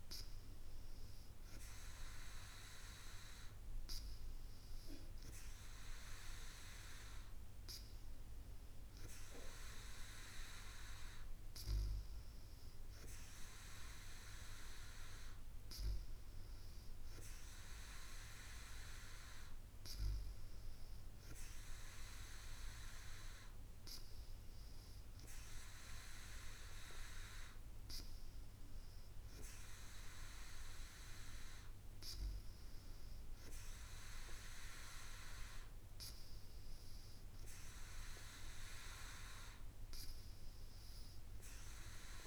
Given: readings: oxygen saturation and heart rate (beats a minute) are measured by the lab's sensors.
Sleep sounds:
breathing in sleep by a room microphone; none
none scored
From the record:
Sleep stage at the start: N2 (light sleep); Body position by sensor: on the back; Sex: female

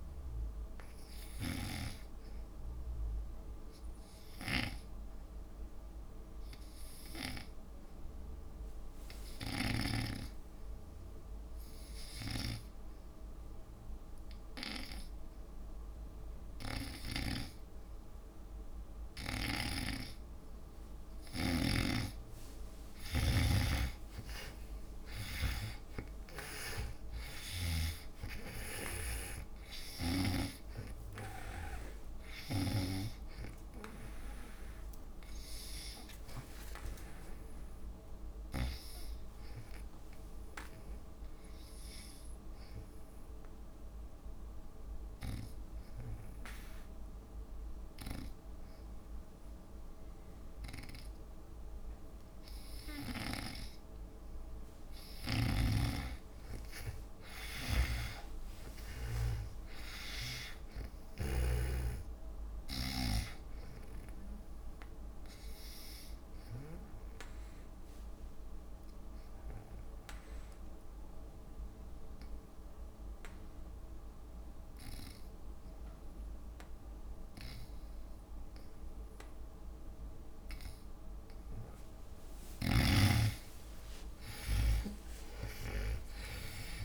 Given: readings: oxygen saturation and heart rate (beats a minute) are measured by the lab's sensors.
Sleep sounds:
breathing in sleep by a room microphone; 3
0.00-10.00 s: snoring (device-marked)
2.00-7.00 s: oxygen desaturation (device-marked, oxygen 95% before, 89% lowest)
3.00-20.50 s: hypopnea (oxygen 97% before, 81% lowest)
14.00-46.00 s: oxygen desaturation (device-marked, oxygen 93% before, 81% lowest)
22.00-25.50 s: arousal
22.00-28.00 s: snoring (device-marked)
32.50-39.00 s: snoring (device-marked)
42.50-53.50 s: obstructive apnea (oxygen 92% before, 83% lowest)
48.00-54.00 s: snoring (device-marked)
56.00-59.50 s: snoring (device-marked)
57.50-62.00 s: arousal
66.00-77.00 s: oxygen desaturation (device-marked, oxygen 94% before, 85% lowest)
66.50-81.50 s: obstructive apnea (oxygen 96% before, 83% lowest)
82.50-86.85 s: snoring (device-marked)
83.00-86.00 s: arousal
From the record:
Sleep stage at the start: N2 (light sleep); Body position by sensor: on the back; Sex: female

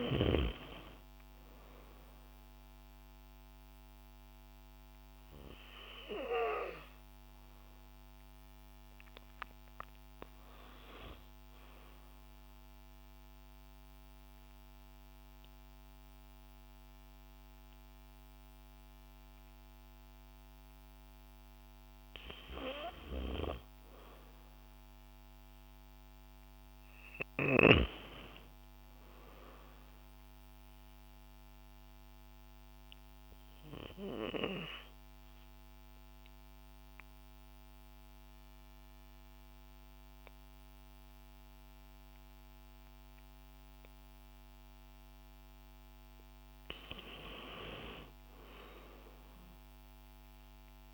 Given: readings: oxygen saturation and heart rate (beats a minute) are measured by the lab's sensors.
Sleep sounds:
breathing in sleep by a microphone on the trachea; 2
11.00-21.50 s: obstructive apnea (oxygen 95% before, 92% lowest, heart rate 131 before, 68 extreme)
22.50-26.00 s: arousal
29.50-45.50 s: obstructive apnea (oxygen 96% before, 90% lowest, heart rate 113 before, 47 extreme, up 29 after)
47.00-50.94 s: arousal
From the record:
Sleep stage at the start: N2 (light sleep); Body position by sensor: on the back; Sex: female

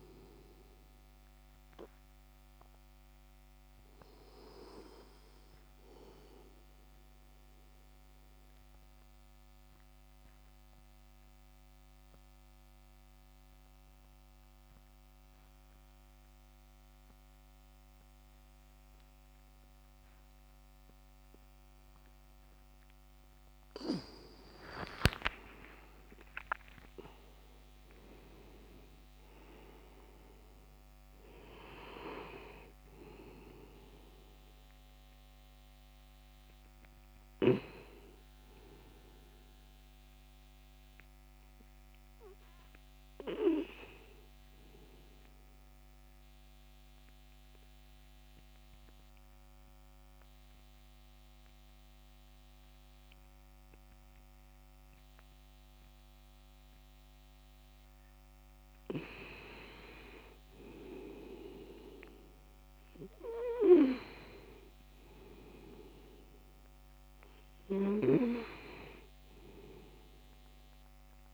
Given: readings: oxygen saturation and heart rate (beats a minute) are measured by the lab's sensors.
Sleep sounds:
breathing in sleep by a microphone on the trachea; 2
7.00-24.00 s: obstructive apnea (oxygen 97% before, 91% lowest, heart rate 75 before, 64 extreme, up 27 after)
22.50-46.50 s: oxygen desaturation (device-marked, oxygen 96% before, 91% lowest, heart rate 73 before, 64 extreme)
25.00-29.00 s: arousal
45.00-58.50 s: obstructive apnea (oxygen 96% before, 92% lowest, heart rate 77 before, 67 extreme, up 5 after)
59.50-63.50 s: arousal
66.50-71.34 s: oxygen desaturation (device-marked, oxygen 98% before, 94% lowest, heart rate 69 before, 65 extreme)
From the record:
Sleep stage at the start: N2 (light sleep); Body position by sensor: on the back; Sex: male

